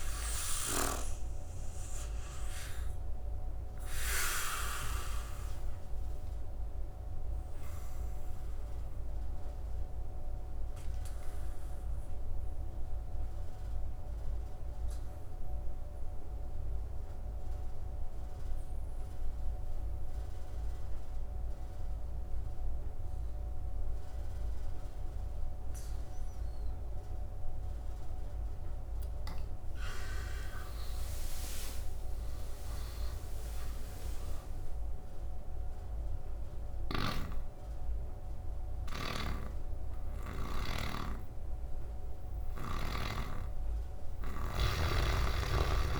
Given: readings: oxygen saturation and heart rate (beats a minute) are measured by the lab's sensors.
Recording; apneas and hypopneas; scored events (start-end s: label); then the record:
breathing in sleep by a room microphone; 1
0.00-22.00 s: oxygen desaturation (device-marked, oxygen 79% lowest, heart rate 68 extreme)
5.50-27.00 s: obstructive apnea (oxygen 99% before, 79% lowest, heart rate 75 before, 68 extreme, up 18 after)
28.50-33.00 s: arousal
29.00-46.00 s: oxygen desaturation (device-marked, oxygen 98% before, 83% lowest, heart rate 74 before, 69 extreme)
38.50-42.50 s: snoring (device-marked)
From the record:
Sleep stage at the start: N2 (light sleep); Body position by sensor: on the back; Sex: male